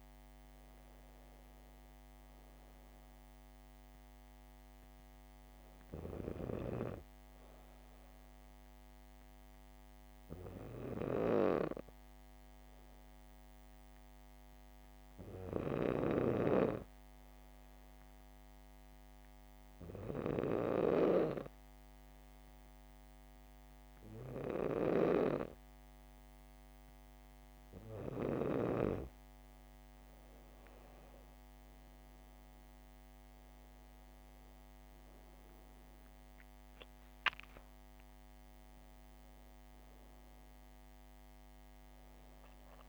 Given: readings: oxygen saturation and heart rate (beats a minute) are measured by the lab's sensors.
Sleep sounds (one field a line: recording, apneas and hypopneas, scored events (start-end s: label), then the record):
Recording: breathing in sleep by a microphone on the trachea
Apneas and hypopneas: 1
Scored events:
0.00-17.00 s: oxygen desaturation (device-marked, oxygen 95% lowest, heart rate 67 extreme)
14.00-29.50 s: hypopnea (oxygen 98% before, 94% lowest, heart rate 69 before, 67 extreme, up 6 after)
29.00-42.89 s: oxygen desaturation (device-marked, oxygen 98% before, 94% lowest, heart rate 68 before, 67 extreme)
31.00-35.50 s: arousal
From the record:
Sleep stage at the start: N2 (light sleep)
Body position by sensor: on the back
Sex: female